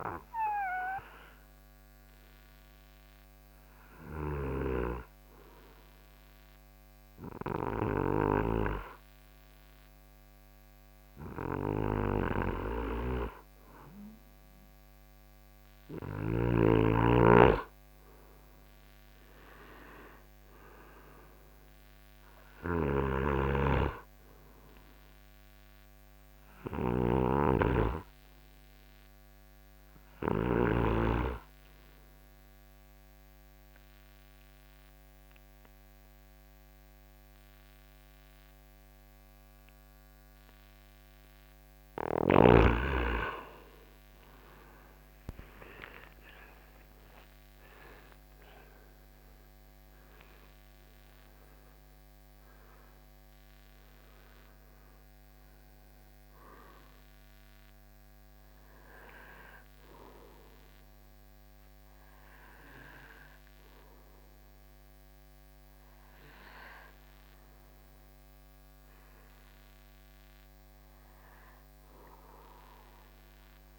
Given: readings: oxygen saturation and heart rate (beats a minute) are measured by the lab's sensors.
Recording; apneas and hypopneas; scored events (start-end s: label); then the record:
breathing in sleep by a microphone on the trachea; 2
3.50-17.00 s: hypopnea (oxygen 95% before, 88% lowest, heart rate 68 before, 67 extreme, up 10 after)
19.00-22.50 s: arousal
23.50-31.50 s: snoring (device-marked)
34.00-44.00 s: obstructive apnea (oxygen 94% before, 88% lowest, heart rate 73 before, 65 extreme, up 19 after)
45.00-68.00 s: oxygen desaturation (device-marked, oxygen 93% before, 88% lowest, heart rate 72 before, 63 extreme)
45.50-49.50 s: arousal
70.00-73.50 s: arousal
From the record:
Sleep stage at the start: N2 (light sleep); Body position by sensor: on the front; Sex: male